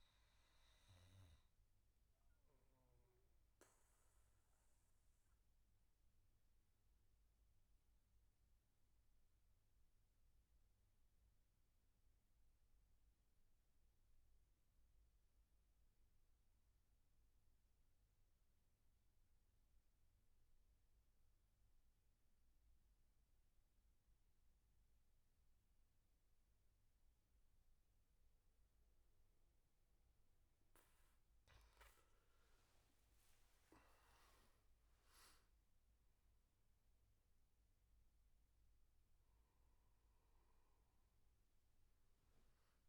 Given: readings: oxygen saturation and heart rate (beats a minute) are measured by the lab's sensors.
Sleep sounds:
breathing in sleep, hard to hear, by a room microphone; 1
0.00-8.50 s: oxygen desaturation (device-marked, oxygen 93% lowest, heart rate 66 extreme)
2.50-30.50 s: mixed apnea (oxygen 98% before, 91% lowest, heart rate 74 before, 70 extreme, up 17 after)
27.50-42.89 s: oxygen desaturation (device-marked, oxygen 98% before, 91% lowest, heart rate 73 before, 70 extreme)
32.00-35.50 s: arousal
From the record:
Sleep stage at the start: N2 (light sleep); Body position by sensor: on the back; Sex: male

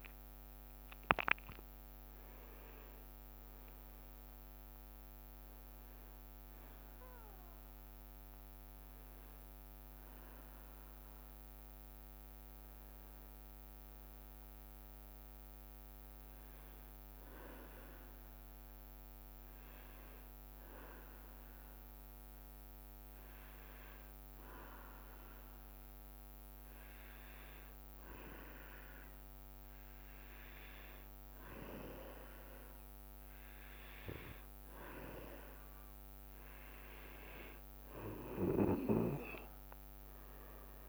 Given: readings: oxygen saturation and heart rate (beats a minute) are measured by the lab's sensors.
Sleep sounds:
breathing in sleep by a microphone on the trachea; 1
0.00-3.00 s: arousal
16.00-33.50 s: hypopnea (oxygen 98% before, 94% lowest, heart rate 68 before, 64 extreme, up 1 after)
35.50-40.89 s: oxygen desaturation (device-marked, oxygen 98% before, 94% lowest, heart rate 65 before, 64 extreme)
39.50-40.89 s: arousal
From the record:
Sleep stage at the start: N2 (light sleep); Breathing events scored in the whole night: 186 in 6.1 hours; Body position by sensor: on the back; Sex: male

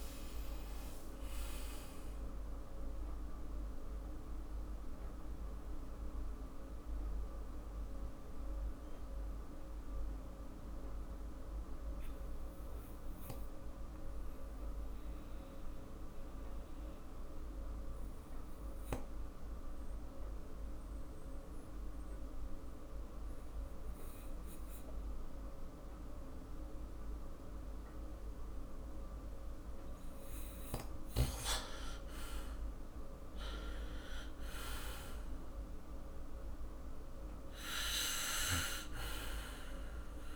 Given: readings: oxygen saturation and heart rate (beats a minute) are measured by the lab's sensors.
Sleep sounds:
breathing in sleep by a room microphone; 1
0.00-39.50 s: oxygen desaturation (device-marked, oxygen 76% lowest, heart rate 47 extreme)
3.00-29.50 s: mixed apnea (oxygen 98% before, 76% lowest, heart rate 53 before, 47 extreme, up 7 after)
32.00-36.50 s: arousal
From the record:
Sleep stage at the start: N2 (light sleep); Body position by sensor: on the back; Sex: male

